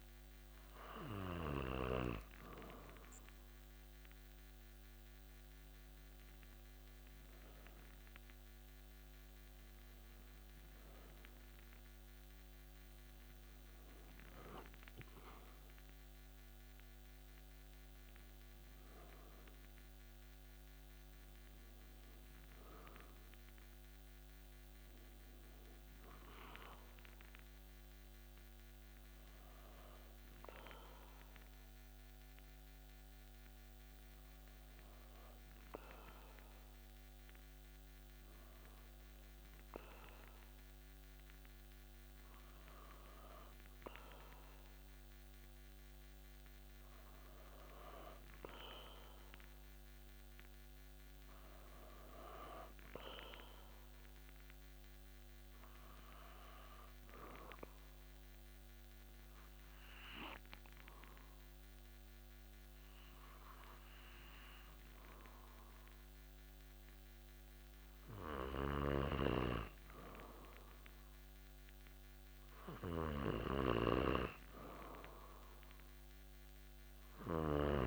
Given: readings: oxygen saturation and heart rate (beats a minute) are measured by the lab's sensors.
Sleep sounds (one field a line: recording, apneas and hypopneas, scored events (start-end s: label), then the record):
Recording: breathing in sleep by a microphone on the trachea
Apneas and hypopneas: 2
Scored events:
6.00-11.50 s: arousal
31.00-43.00 s: hypopnea (oxygen 97% before, 95% lowest)
46.50-51.00 s: arousal
56.50-69.00 s: obstructive apnea (oxygen 98% before, 94% lowest)
68.50-77.87 s: snoring (device-marked)
74.50-77.87 s: arousal
From the record:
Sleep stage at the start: N2 (light sleep)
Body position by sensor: on the back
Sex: male